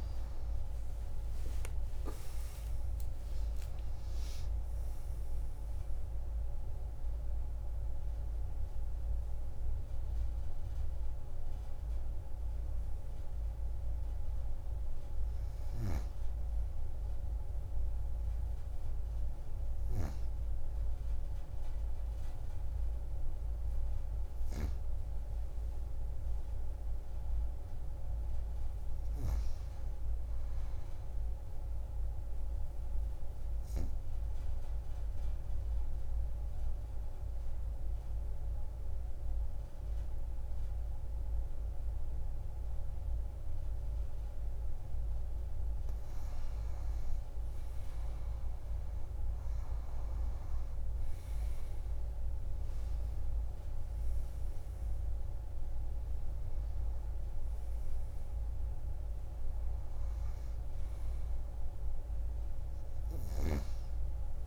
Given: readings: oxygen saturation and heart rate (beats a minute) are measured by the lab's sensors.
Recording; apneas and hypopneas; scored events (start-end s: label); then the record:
breathing in sleep, hard to hear, by a room microphone; 1
0.00-2.50 s: arousal
0.00-4.50 s: oxygen desaturation (device-marked, oxygen 89% lowest)
0.00-25.50 s: tachycardia (device-marked)
6.50-25.50 s: oxygen desaturation (device-marked, oxygen 92% before, 88% lowest)
26.00-29.50 s: arousal
32.50-45.50 s: obstructive apnea (oxygen 98% before, 92% lowest)
48.50-51.50 s: arousal
51.50-64.47 s: oxygen desaturation (device-marked, oxygen 97% before, 92% lowest)
From the record:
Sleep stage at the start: N2 (light sleep); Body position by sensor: on the back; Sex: female